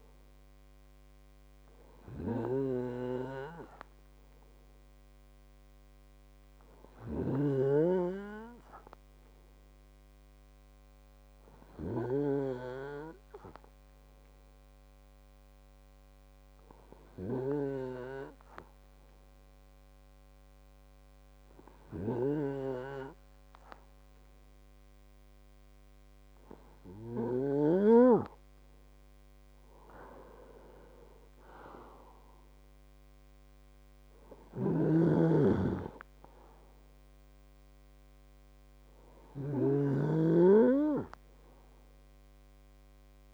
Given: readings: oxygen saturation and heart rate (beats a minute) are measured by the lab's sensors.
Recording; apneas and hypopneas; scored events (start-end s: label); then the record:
breathing in sleep by a microphone on the trachea; 1
2.50-12.50 s: snoring (device-marked)
5.00-26.50 s: hypopnea (oxygen 98% before, 94% lowest, heart rate 53 before, 50 extreme, up 9 after)
29.00-31.50 s: arousal
35.00-43.34 s: snoring (device-marked)
From the record:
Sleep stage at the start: N2 (light sleep); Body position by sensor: on the right side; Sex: male